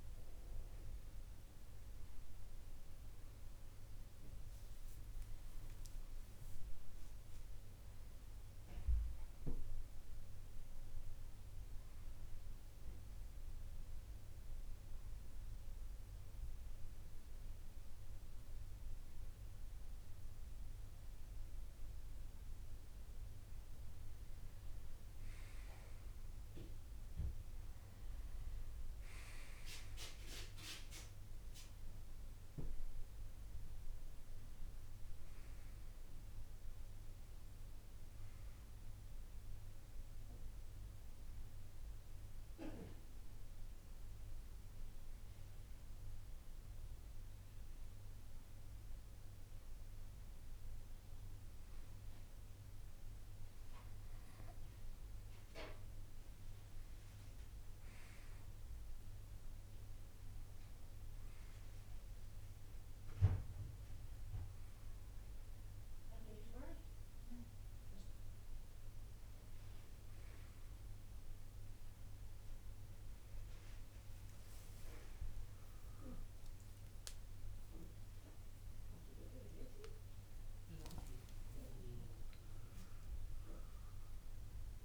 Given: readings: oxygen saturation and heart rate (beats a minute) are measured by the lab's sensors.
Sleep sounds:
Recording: breathing in sleep by a room microphone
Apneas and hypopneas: 2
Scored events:
15.50-26.00 s: mixed apnea (oxygen 93% before, 90% lowest)
31.00-36.00 s: arousal
36.00-50.00 s: oxygen desaturation (device-marked, oxygen 96% before, 90% lowest)
41.50-52.50 s: hypopnea (oxygen 97% before, 90% lowest)
56.00-60.00 s: arousal
61.00-74.00 s: oxygen desaturation (device-marked, oxygen 96% before, 92% lowest)
77.50-81.00 s: arousal
From the record:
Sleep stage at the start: N2 (light sleep)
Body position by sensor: on the right side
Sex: male

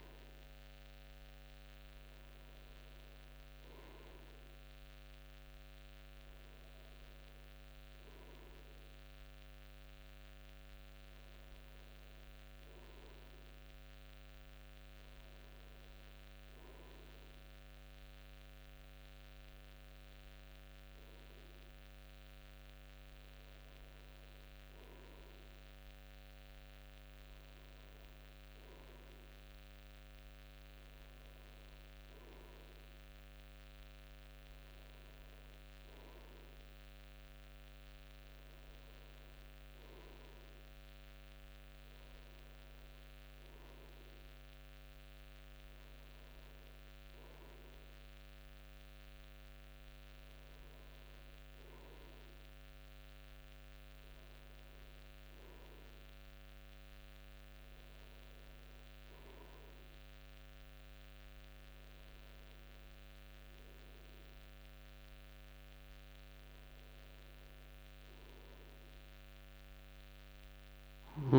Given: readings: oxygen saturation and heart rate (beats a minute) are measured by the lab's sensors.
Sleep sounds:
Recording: breathing in sleep, hard to hear, by a microphone on the trachea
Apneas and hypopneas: none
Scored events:
64.00-67.50 s: arousal
From the record:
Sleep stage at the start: N2 (light sleep)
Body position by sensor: on the front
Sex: male

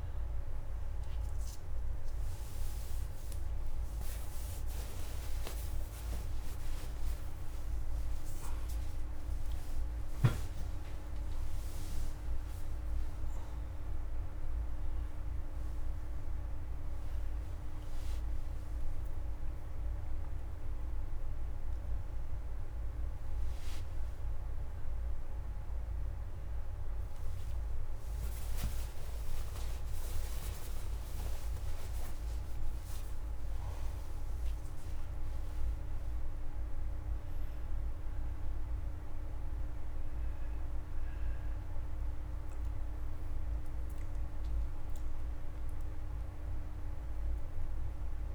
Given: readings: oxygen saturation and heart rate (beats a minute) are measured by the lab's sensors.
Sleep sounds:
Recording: a person awake in a sleep study, hard to hear, by a room microphone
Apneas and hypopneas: none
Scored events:
13.00-19.00 s: oxygen desaturation (device-marked, oxygen 93% before, 89% lowest, heart rate 60 before, 139 extreme)
35.00-42.00 s: oxygen desaturation (device-marked, oxygen 96% before, 92% lowest, heart rate 174 before, 97 extreme)
From the record:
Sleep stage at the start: awake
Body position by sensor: on the back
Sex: male

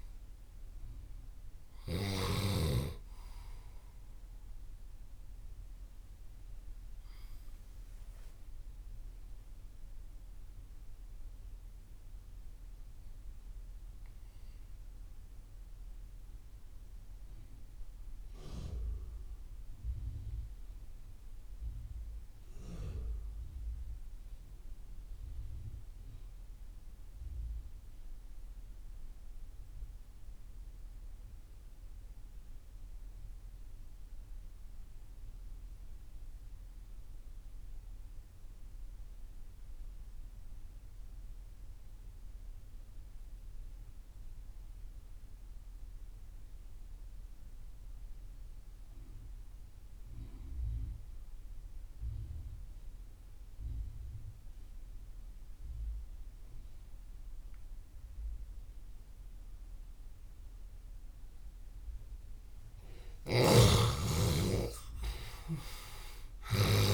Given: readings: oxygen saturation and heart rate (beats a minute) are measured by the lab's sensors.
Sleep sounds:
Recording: breathing in sleep by a room microphone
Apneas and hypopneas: 1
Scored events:
0.00-2.00 s: snoring (device-marked)
0.00-18.50 s: oxygen desaturation (device-marked, oxygen 83% lowest)
8.50-60.50 s: mixed apnea (oxygen 96% before, 74% lowest)
36.50-66.93 s: oxygen desaturation (device-marked, oxygen 98% before, 74% lowest)
62.00-65.00 s: arousal
62.50-66.50 s: snoring (device-marked)
From the record:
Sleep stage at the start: N2 (light sleep)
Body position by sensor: on the left side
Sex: male

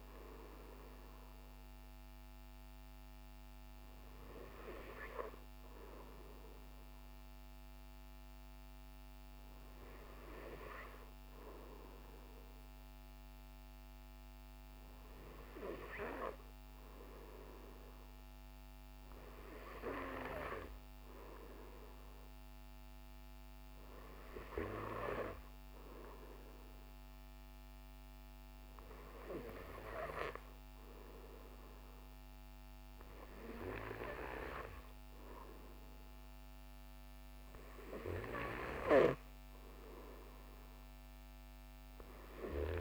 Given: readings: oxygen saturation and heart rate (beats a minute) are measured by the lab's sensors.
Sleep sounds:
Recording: breathing in sleep by a microphone on the trachea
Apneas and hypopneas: none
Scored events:
none scored
From the record:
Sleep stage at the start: N2 (light sleep)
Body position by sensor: on the right side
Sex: male

